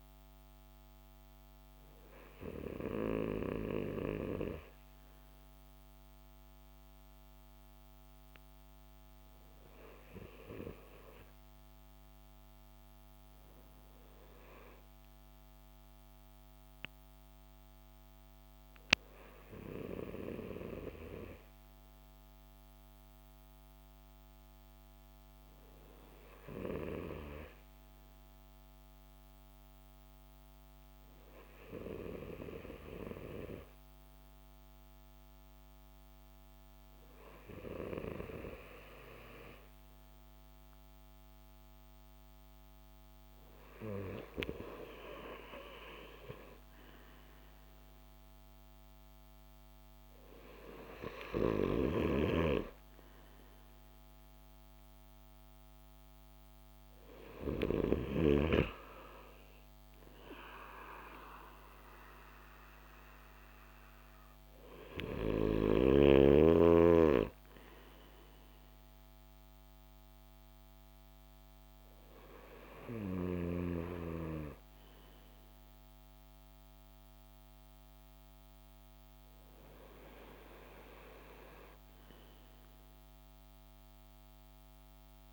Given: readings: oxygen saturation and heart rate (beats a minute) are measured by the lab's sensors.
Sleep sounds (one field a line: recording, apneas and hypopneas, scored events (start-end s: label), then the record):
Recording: breathing in sleep by a microphone on the trachea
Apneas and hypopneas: none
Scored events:
none scored
From the record:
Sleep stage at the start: N2 (light sleep)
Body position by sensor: on the back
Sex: male